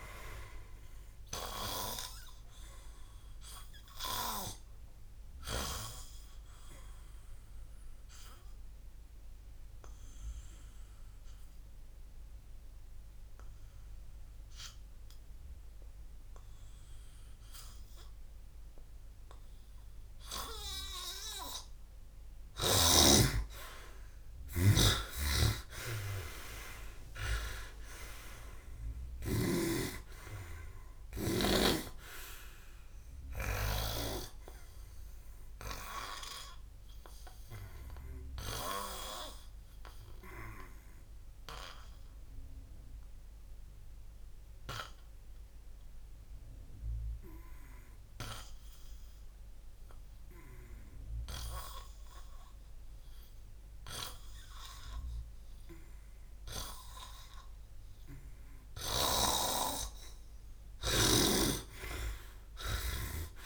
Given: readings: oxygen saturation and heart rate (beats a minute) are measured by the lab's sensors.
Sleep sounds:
breathing in sleep by a room microphone; 2
0.00-5.50 s: oxygen desaturation (device-marked, oxygen 88% lowest, heart rate 56 extreme)
9.50-20.50 s: obstructive apnea (oxygen 92% before, 90% lowest, heart rate 65 before, 59 extreme, up 21 after)
24.00-29.00 s: arousal
25.00-29.50 s: snoring (device-marked)
34.50-57.00 s: hypopnea (oxygen 97% before, 90% lowest, heart rate 69 before, 56 extreme, up 14 after)
56.50-61.50 s: oxygen desaturation (device-marked, oxygen 97% before, 92% lowest, heart rate 60 before, 56 extreme)
59.00-63.00 s: arousal
60.50-63.46 s: snoring (device-marked)
From the record:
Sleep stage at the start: N2 (light sleep); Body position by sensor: on the back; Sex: male

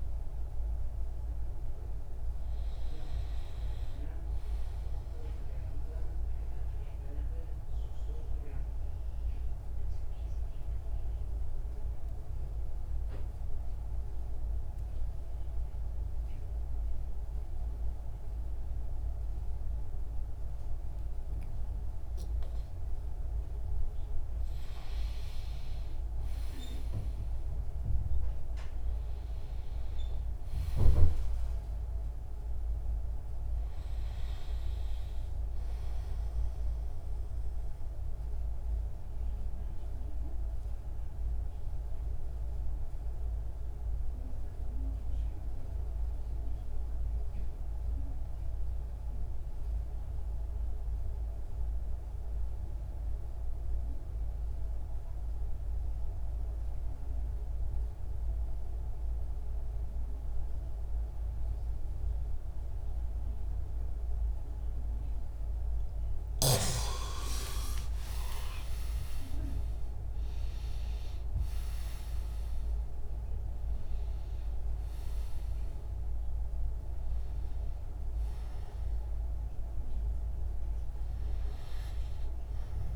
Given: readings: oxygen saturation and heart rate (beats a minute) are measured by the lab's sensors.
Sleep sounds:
breathing in sleep, hard to hear, by a room microphone; 2
4.50-23.50 s: obstructive apnea (oxygen 97% before, 93% lowest)
25.50-29.00 s: arousal
37.00-65.50 s: obstructive apnea (oxygen 99% before, 92% lowest)
65.50-82.96 s: oxygen desaturation (device-marked, oxygen 98% before, 92% lowest)
67.00-72.50 s: arousal
From the record:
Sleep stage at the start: N2 (light sleep); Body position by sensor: on the back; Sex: male

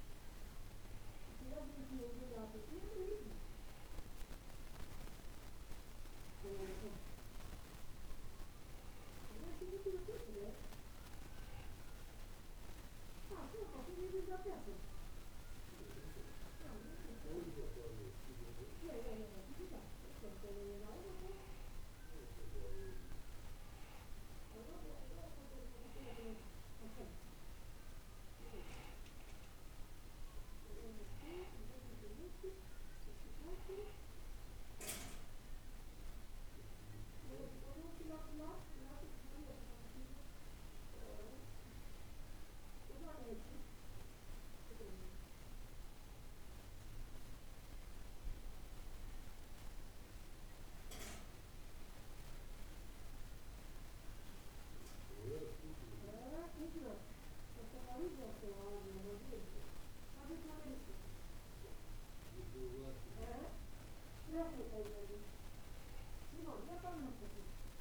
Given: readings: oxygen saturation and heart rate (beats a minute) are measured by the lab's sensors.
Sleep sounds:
breathing in sleep by a room microphone; none
none scored
From the record:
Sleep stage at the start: N2 (light sleep); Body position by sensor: on the back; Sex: male

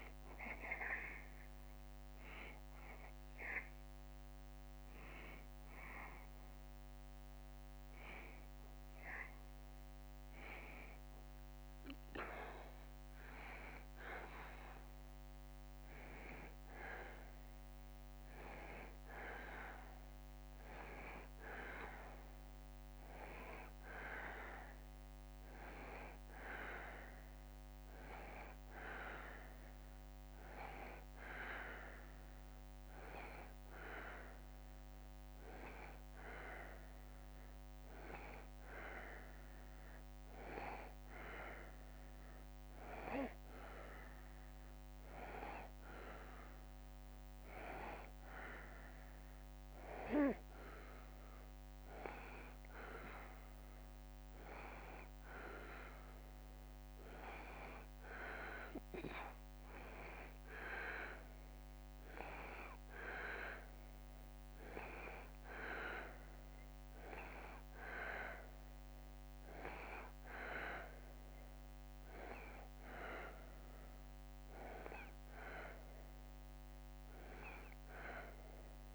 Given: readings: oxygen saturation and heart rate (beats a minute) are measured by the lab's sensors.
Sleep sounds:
breathing in sleep by a microphone on the trachea; 2
0.00-5.00 s: oxygen desaturation (device-marked, oxygen 89% lowest, heart rate 72 extreme)
2.50-15.50 s: hypopnea (oxygen 96% before, 91% lowest, heart rate 75 before, 72 extreme, up 1 after)
16.50-21.00 s: arousal
34.50-48.00 s: hypopnea (oxygen 95% before, 90% lowest, heart rate 73 before, 73 extreme, up 0 after)
52.00-55.50 s: arousal
From the record:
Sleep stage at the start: N2 (light sleep); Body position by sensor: on the back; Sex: male

